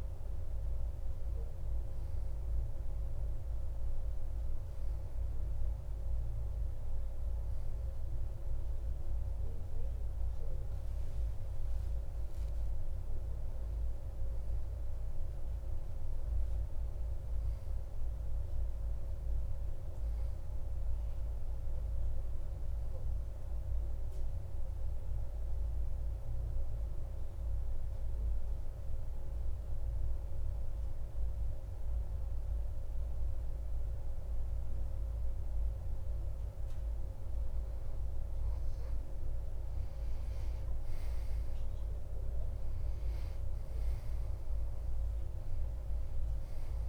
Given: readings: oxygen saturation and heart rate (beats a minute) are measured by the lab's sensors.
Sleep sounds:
breathing in sleep, hard to hear, by a room microphone; 1
22.00-46.89 s: new sleep stage, N2 (light sleep)
28.00-39.00 s: hypopnea (oxygen 96% before, 92% lowest)
42.00-45.50 s: arousal
From the record:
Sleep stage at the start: N1 (lightest sleep); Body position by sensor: on the back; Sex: male

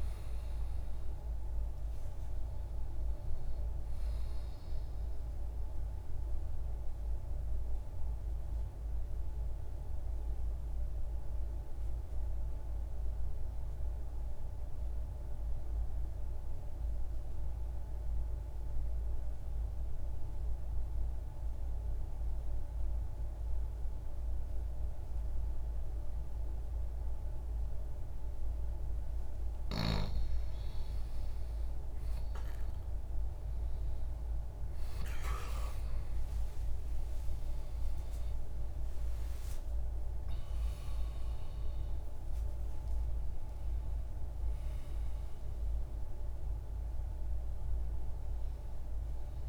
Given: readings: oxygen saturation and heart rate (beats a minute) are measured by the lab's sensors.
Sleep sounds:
breathing in sleep, hard to hear, by a room microphone; 1
0.00-23.50 s: oxygen desaturation (device-marked, oxygen 87% lowest, heart rate 60 extreme)
6.50-49.49 s: new sleep stage, N2 (light sleep)
7.00-29.00 s: mixed apnea (oxygen 96% before, 87% lowest, heart rate 60 before, 60 extreme, up 8 after)
35.50-40.00 s: arousal
35.50-46.50 s: oxygen desaturation (device-marked, oxygen 96% before, 91% lowest, heart rate 60 before, 60 extreme)
From the record:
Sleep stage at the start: N1 (lightest sleep); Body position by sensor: on the left side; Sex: male

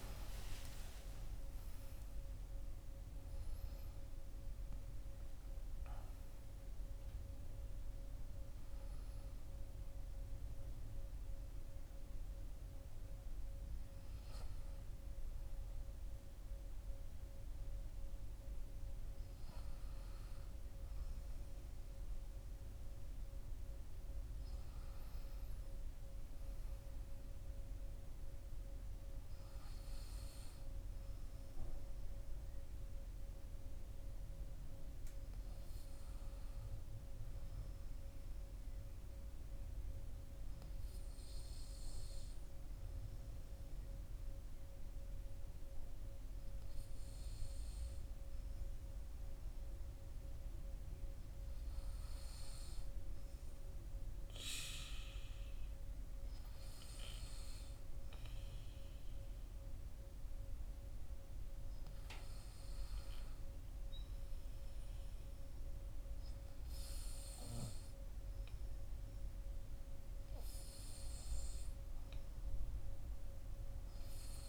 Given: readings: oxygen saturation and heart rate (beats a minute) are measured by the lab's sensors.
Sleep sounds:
breathing in sleep, hard to hear, by a room microphone; none
29.50-74.49 s: new sleep stage, N2 (light sleep)
From the record:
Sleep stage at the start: N1 (lightest sleep); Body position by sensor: on the back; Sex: male

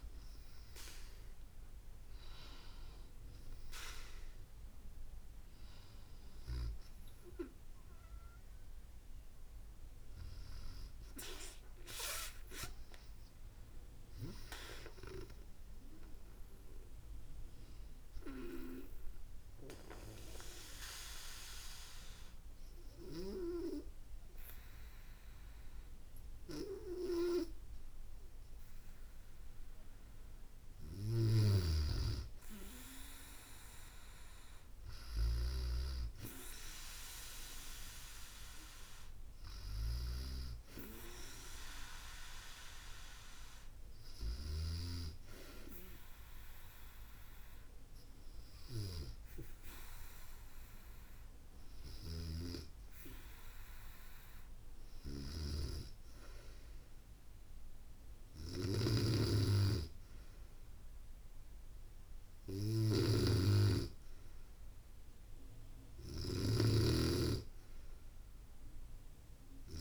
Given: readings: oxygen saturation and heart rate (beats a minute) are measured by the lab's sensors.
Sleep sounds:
breathing in sleep by a room microphone; 2
0.00-1.00 s: arousal
18.00-30.50 s: obstructive apnea (oxygen 95% before, 93% lowest, heart rate 74 before, 62 extreme, up 3 after)
30.50-35.00 s: snoring (device-marked)
32.00-35.50 s: arousal
35.50-48.50 s: oxygen desaturation (device-marked, oxygen 97% before, 93% lowest, heart rate 68 before, 66 extreme)
45.50-55.50 s: hypopnea (oxygen 97% before, 93% lowest, heart rate 65 before, 70 extreme, up 2 after)
57.50-61.00 s: arousal
58.00-69.50 s: snoring (device-marked)
From the record:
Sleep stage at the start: N2 (light sleep); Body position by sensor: on the back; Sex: female

